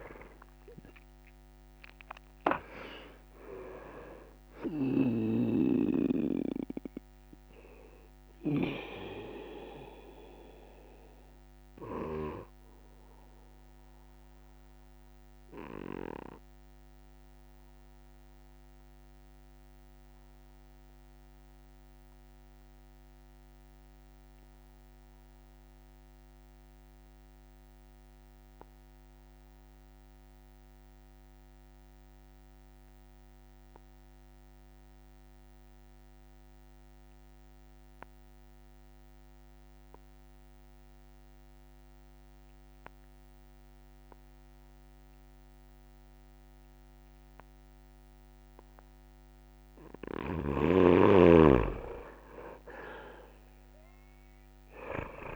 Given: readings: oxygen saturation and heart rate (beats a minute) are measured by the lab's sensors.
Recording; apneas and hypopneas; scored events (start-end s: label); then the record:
breathing in sleep by a microphone on the trachea; 1
0.00-29.50 s: oxygen desaturation (device-marked, oxygen 78% lowest)
4.50-8.50 s: snoring (device-marked)
9.00-48.00 s: obstructive apnea (oxygen 98% before, 77% lowest)
41.50-55.36 s: oxygen desaturation (device-marked, oxygen 100% before, 77% lowest)
50.00-55.36 s: snoring (device-marked)
From the record:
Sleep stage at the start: N3 (deep sleep); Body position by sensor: on the back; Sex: male